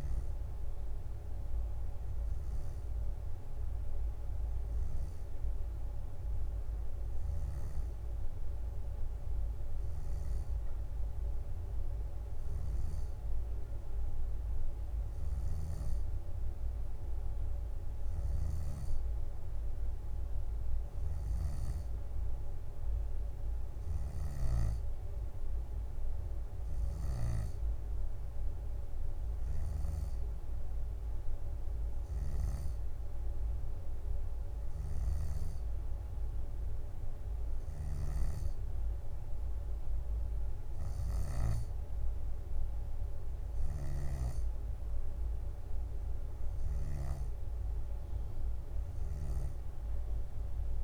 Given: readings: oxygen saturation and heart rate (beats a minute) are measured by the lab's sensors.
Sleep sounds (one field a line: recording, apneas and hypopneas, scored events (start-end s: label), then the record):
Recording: breathing in sleep, hard to hear, by a room microphone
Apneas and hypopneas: none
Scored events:
0.50-2.50 s: bradycardia (device-marked, heart rate 66 before, 62 extreme)
9.50-11.50 s: bradycardia (device-marked, heart rate 66 before, 62 extreme)
12.50-14.50 s: bradycardia (device-marked, heart rate 66 before, 59 extreme)
23.50-25.50 s: bradycardia (device-marked, heart rate 66 before, 62 extreme)
26.50-31.50 s: leg movement (device-marked)
35.50-37.50 s: bradycardia (device-marked, heart rate 66 before, 61 extreme)
40.50-45.50 s: leg movement (device-marked)
From the record:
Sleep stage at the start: N2 (light sleep)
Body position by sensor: on the back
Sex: female